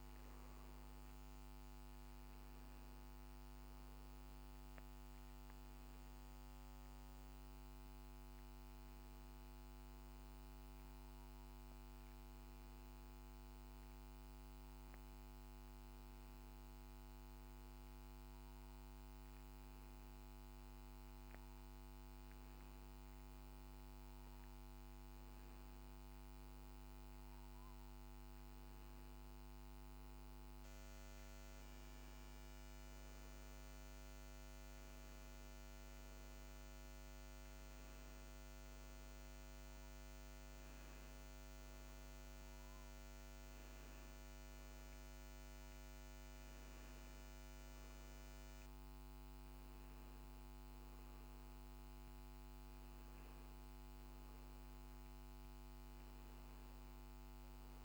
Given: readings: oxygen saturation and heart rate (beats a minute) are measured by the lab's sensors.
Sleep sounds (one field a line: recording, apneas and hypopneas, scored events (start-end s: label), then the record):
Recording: breathing in sleep, hard to hear, by a microphone on the trachea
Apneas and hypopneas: none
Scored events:
22.50-57.85 s: new sleep stage, N2 (light sleep)
From the record:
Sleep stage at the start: N1 (lightest sleep)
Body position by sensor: on the back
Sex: male